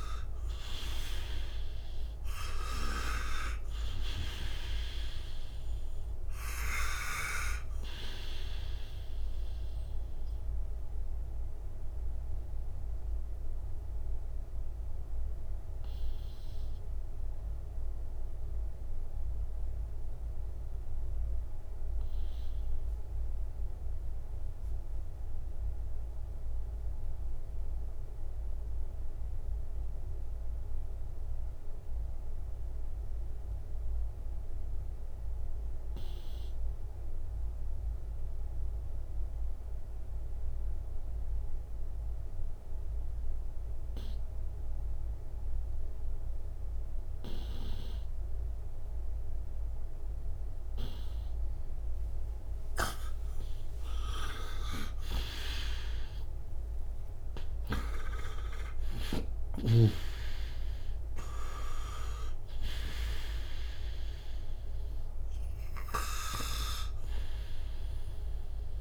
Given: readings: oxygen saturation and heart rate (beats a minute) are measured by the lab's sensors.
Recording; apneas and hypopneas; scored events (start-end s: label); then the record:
breathing in sleep by a room microphone; 1
0.00-27.00 s: oxygen desaturation (device-marked, oxygen 82% lowest, heart rate 57 extreme)
11.00-50.50 s: obstructive apnea (oxygen 97% before, 82% lowest, heart rate 72 before, 57 extreme, up 35 after)
46.00-68.81 s: oxygen desaturation (device-marked, oxygen 98% before, 84% lowest, heart rate 61 before, 58 extreme)
53.50-58.00 s: arousal
58.50-66.50 s: snoring (device-marked)
From the record:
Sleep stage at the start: N2 (light sleep); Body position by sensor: on the right side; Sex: male